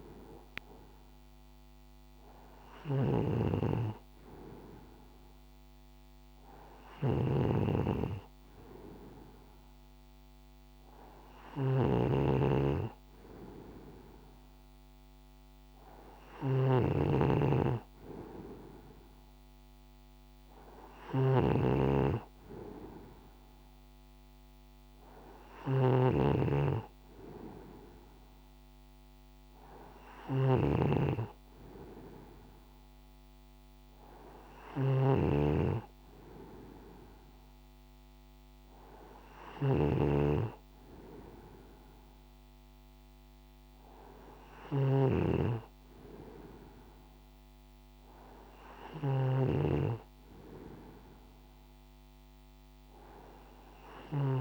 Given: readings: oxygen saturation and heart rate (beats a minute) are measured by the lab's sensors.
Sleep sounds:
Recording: breathing in sleep by a microphone on the trachea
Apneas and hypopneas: none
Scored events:
0.00-54.41 s: snoring (device-marked)
From the record:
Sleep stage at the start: N2 (light sleep)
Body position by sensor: on the right side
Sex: male

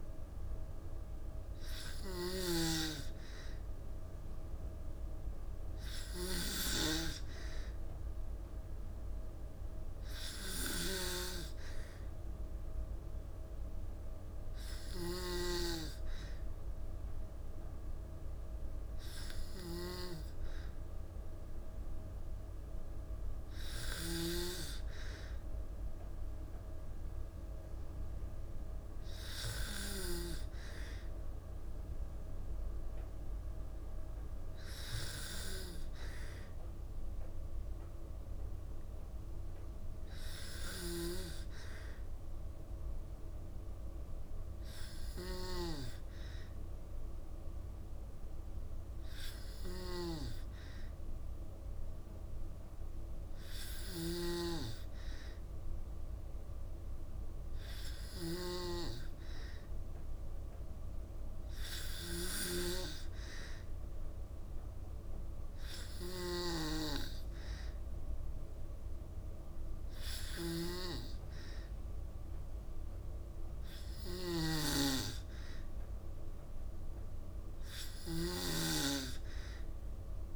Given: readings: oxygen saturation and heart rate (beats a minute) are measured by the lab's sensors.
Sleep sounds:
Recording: breathing in sleep by a room microphone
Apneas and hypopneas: none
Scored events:
0.00-24.00 s: snoring (device-marked)
44.50-80.36 s: snoring (device-marked)
From the record:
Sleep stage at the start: N2 (light sleep)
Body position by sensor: on the back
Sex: female

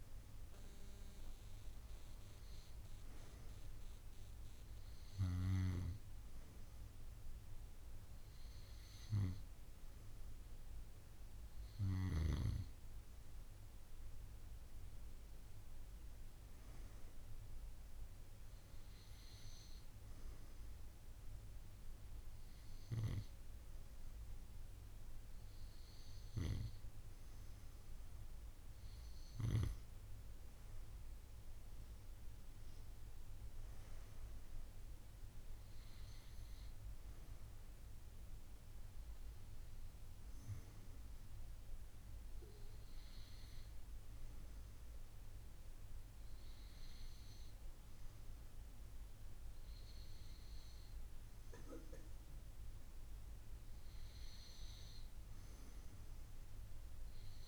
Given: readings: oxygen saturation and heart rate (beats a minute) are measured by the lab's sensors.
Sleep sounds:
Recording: breathing in sleep by a room microphone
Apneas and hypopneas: none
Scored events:
none scored
From the record:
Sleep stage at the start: N2 (light sleep)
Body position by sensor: on the right side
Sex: female

